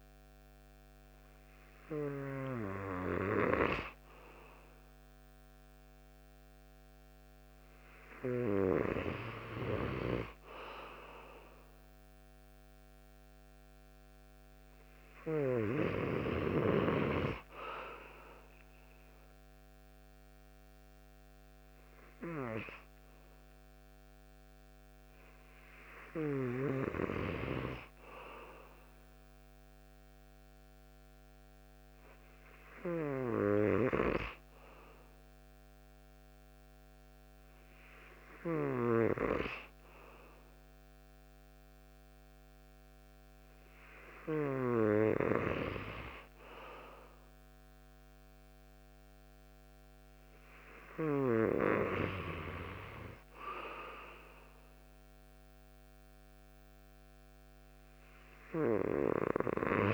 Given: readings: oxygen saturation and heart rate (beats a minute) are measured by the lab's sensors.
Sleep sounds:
breathing in sleep by a microphone on the trachea; none
none scored
From the record:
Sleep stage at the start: N2 (light sleep); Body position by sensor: on the right side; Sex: male

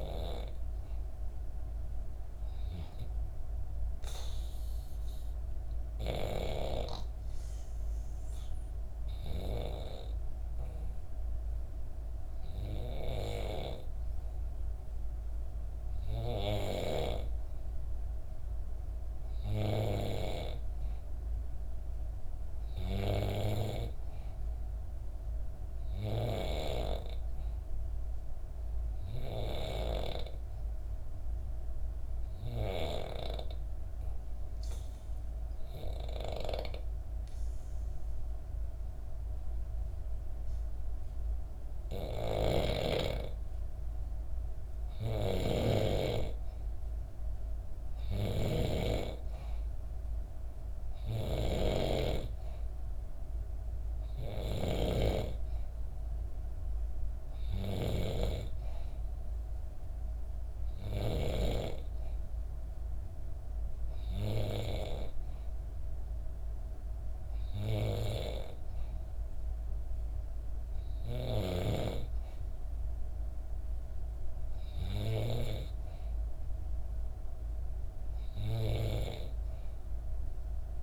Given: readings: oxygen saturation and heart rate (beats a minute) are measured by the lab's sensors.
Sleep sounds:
breathing in sleep by a room microphone; 2
0.00-5.50 s: oxygen desaturation (device-marked, oxygen 90% lowest, heart rate 63 extreme)
3.50-17.00 s: hypopnea (oxygen 94% before, 88% lowest, heart rate 66 before, 64 extreme, up 1 after)
19.00-22.50 s: arousal
31.00-43.50 s: obstructive apnea (oxygen 95% before, 88% lowest, heart rate 65 before, 64 extreme, up 0 after)
41.50-45.50 s: snoring (device-marked)
46.00-49.50 s: arousal
46.50-64.50 s: oxygen desaturation (device-marked, oxygen 93% before, 88% lowest, heart rate 65 before, 64 extreme)
47.50-61.00 s: snoring (device-marked)
From the record:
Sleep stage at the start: N2 (light sleep); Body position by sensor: on the back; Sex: female

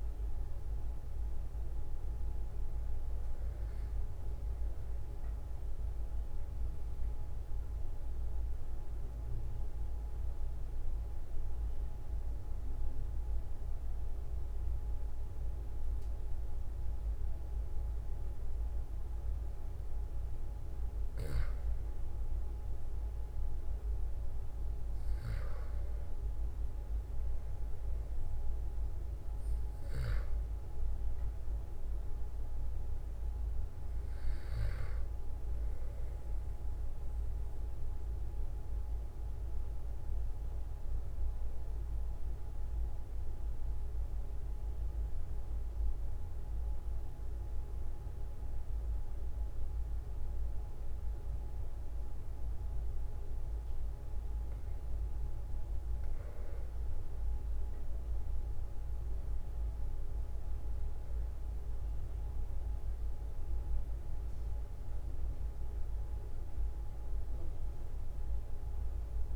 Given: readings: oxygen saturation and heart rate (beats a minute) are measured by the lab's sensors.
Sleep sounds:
breathing in sleep, hard to hear, by a room microphone; 2
4.00-16.00 s: obstructive apnea (oxygen 96% before, 93% lowest, heart rate 45 before, 43 extreme, up 2 after)
20.00-25.00 s: arousal
37.00-55.50 s: obstructive apnea (oxygen 97% before, 93% lowest, heart rate 44 before, 43 extreme, up 3 after)
58.00-63.00 s: arousal
From the record:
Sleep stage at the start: REM sleep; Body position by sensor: on the back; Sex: male

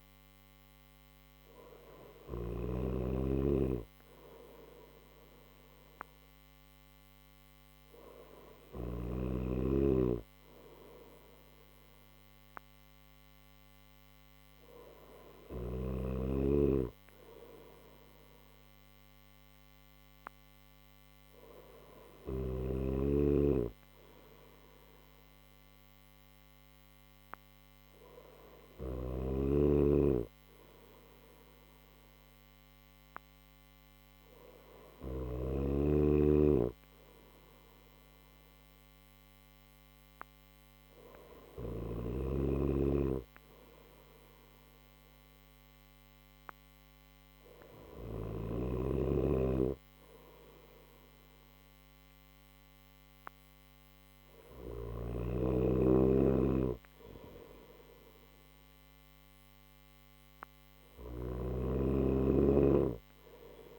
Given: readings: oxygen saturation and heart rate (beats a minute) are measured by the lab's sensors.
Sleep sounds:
breathing in sleep by a microphone on the trachea; none
1.50-8.00 s: snoring (device-marked)
28.00-34.50 s: snoring (device-marked)
54.00-60.50 s: snoring (device-marked)
From the record:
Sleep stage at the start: N1 (lightest sleep); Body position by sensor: on the right side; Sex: male

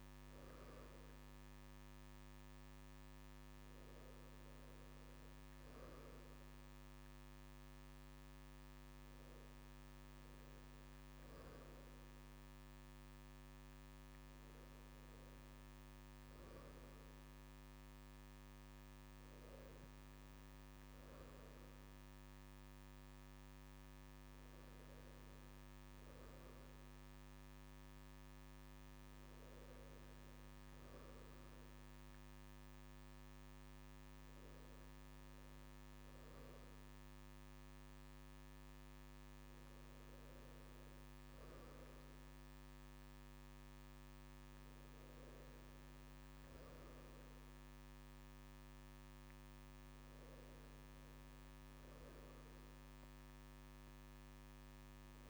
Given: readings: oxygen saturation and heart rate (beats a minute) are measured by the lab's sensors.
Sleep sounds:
a person awake in a sleep study, hard to hear, by a microphone on the trachea; none
none scored
From the record:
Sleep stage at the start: awake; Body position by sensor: on the right side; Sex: male

